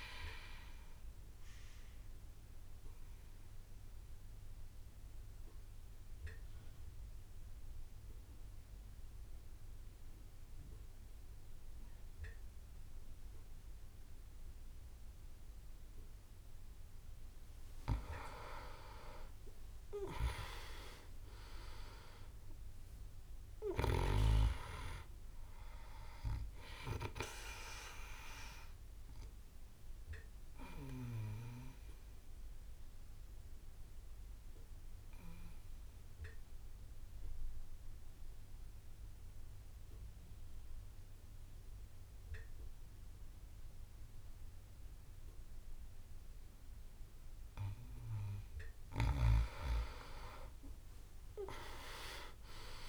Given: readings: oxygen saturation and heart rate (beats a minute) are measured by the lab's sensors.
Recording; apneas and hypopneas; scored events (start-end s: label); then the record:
breathing in sleep by a room microphone; 2
0.00-15.50 s: oxygen desaturation (device-marked, oxygen 91% lowest)
2.50-17.00 s: obstructive apnea (oxygen 99% before, 91% lowest)
20.00-23.50 s: arousal
24.50-43.50 s: oxygen desaturation (device-marked, oxygen 99% before, 93% lowest)
28.50-48.00 s: obstructive apnea (oxygen 99% before, 91% lowest)
50.50-52.89 s: arousal
51.50-52.89 s: oxygen desaturation (device-marked, oxygen 99% before, 92% lowest)
From the record:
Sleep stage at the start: N2 (light sleep); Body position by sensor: on the back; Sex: male